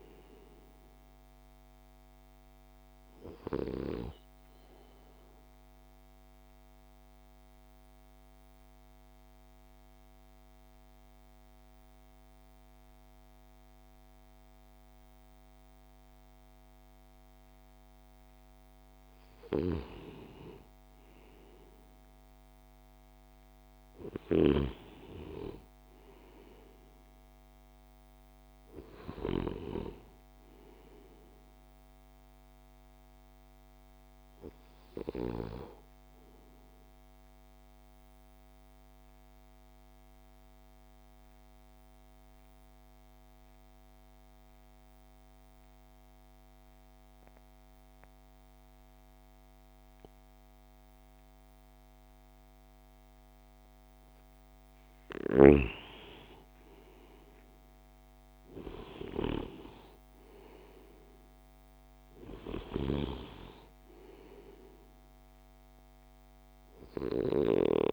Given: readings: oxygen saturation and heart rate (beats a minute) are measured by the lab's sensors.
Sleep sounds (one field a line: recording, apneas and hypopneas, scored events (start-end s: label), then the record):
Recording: breathing in sleep by a microphone on the trachea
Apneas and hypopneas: 2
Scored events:
0.00-16.50 s: oxygen desaturation (device-marked, oxygen 92% lowest)
6.00-18.50 s: central apnea (oxygen 96% before, 90% lowest)
20.50-25.00 s: arousal
28.50-47.50 s: oxygen desaturation (device-marked, oxygen 97% before, 92% lowest)
36.50-55.50 s: central apnea (oxygen 98% before, 89% lowest)
57.00-60.50 s: arousal
61.50-67.93 s: oxygen desaturation (device-marked, oxygen 97% before, 90% lowest)
From the record:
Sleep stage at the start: N2 (light sleep)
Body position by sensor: on the left side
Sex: male